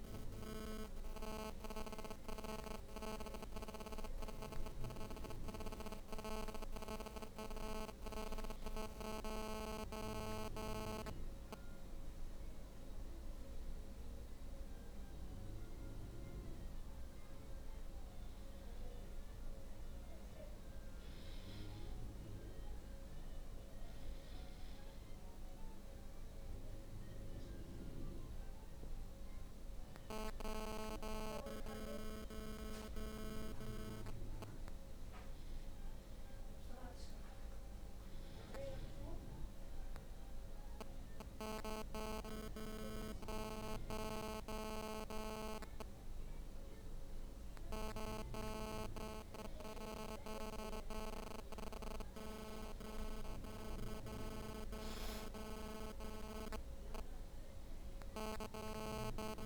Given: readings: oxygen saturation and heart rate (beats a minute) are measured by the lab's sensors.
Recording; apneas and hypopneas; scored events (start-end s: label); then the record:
breathing in sleep by a room microphone; none
58.00-59.46 s: arousal
From the record:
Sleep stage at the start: N1 (lightest sleep); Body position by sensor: on the back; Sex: female